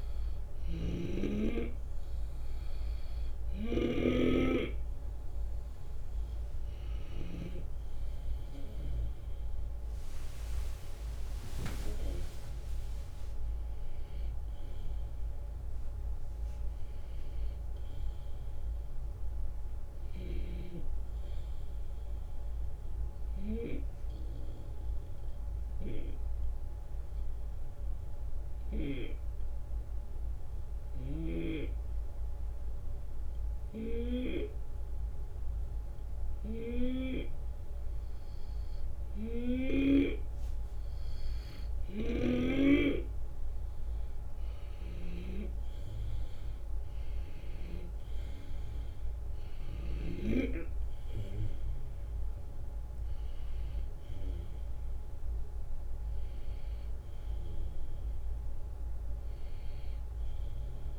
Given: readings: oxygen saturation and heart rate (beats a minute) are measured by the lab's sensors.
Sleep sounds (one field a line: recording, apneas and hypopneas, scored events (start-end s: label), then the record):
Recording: breathing in sleep by a room microphone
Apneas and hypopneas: 1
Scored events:
0.50-7.50 s: snoring (device-marked)
10.00-22.00 s: drop in pulse transit time (device-marked, heart rate 77 before, 78 extreme)
24.50-38.00 s: hypopnea (oxygen 93% before, 89% lowest, heart rate 80 before, 71 extreme, up 5 after)
43.00-48.50 s: arousal
44.00-60.98 s: oxygen desaturation (device-marked, oxygen 94% before, 89% lowest, heart rate 73 before, 69 extreme)
44.50-50.00 s: snoring (device-marked)
51.00-60.98 s: drop in pulse transit time (device-marked, heart rate 74 before, 74 extreme)
From the record:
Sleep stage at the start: N2 (light sleep)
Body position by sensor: on the left side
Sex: male